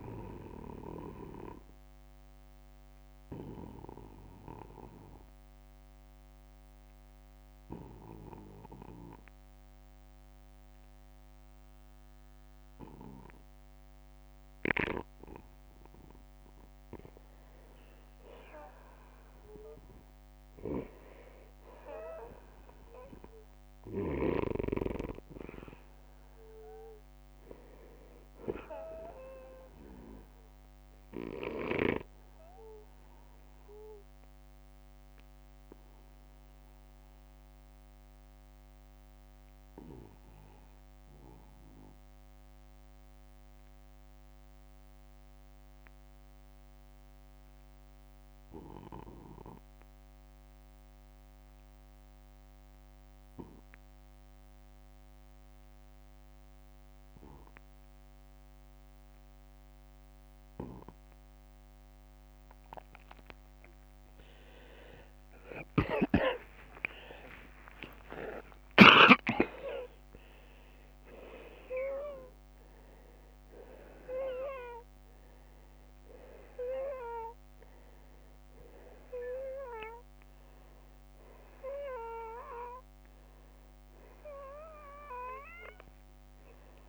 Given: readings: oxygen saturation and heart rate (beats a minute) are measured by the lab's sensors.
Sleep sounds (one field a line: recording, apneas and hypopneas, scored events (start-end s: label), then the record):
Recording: breathing in sleep by a microphone on the trachea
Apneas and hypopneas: 2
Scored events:
0.50-16.00 s: obstructive apnea (oxygen 95% before, 85% lowest, heart rate 59 before, 45 extreme, up 20 after)
7.00-22.00 s: oxygen desaturation (device-marked, oxygen 94% before, 85% lowest, heart rate 64 before, 48 extreme)
20.00-24.50 s: arousal
22.00-24.00 s: long interval between heartbeats (device-marked, heart rate 58 before, 52 extreme)
25.00-27.00 s: long interval between heartbeats (device-marked, heart rate 55 before, 55 extreme)
27.00-29.00 s: long interval between heartbeats (device-marked, heart rate 55 before, 58 extreme)
32.50-62.00 s: obstructive apnea (oxygen 95% before, 80% lowest, heart rate 57 before, 48 extreme, up 38 after)
37.00-55.00 s: oxygen desaturation (device-marked, oxygen 95% before, 89% lowest, heart rate 56 before, 48 extreme)
40.00-42.00 s: long interval between heartbeats (device-marked, heart rate 54 before, 49 extreme)
48.50-50.50 s: long interval between heartbeats (device-marked, heart rate 53 before, 60 extreme)
61.00-63.00 s: long interval between heartbeats (device-marked, heart rate 53 before, 57 extreme)
65.00-72.50 s: arousal
65.50-67.50 s: long interval between heartbeats (device-marked, heart rate 54 before, 64 extreme)
77.00-82.00 s: oxygen desaturation (device-marked, oxygen 92% before, 88% lowest, heart rate 66 before, 50 extreme)
From the record:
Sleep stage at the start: N2 (light sleep)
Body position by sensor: on the back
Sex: male